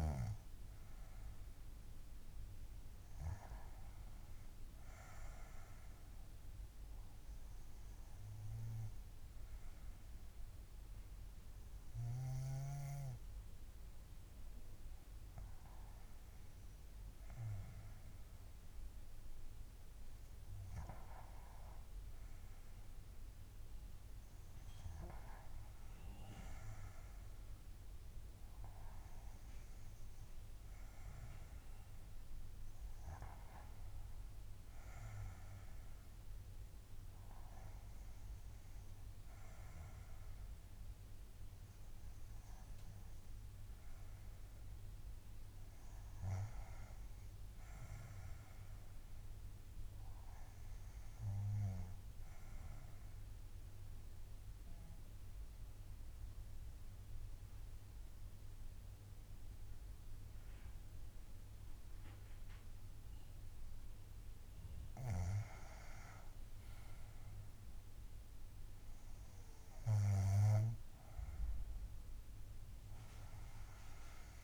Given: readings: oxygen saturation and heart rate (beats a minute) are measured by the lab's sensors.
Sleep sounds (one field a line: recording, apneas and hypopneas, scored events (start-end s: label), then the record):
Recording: breathing in sleep by a room microphone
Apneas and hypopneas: 2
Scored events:
9.00-22.00 s: hypopnea (oxygen 98% before, 94% lowest, heart rate 67 before, 64 extreme, up 5 after)
24.00-28.00 s: arousal
53.00-65.00 s: obstructive apnea (oxygen 96% before, 94% lowest, heart rate 67 before, 61 extreme, up 9 after)
66.00-70.00 s: arousal
From the record:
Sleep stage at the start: N2 (light sleep)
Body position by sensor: on the back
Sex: female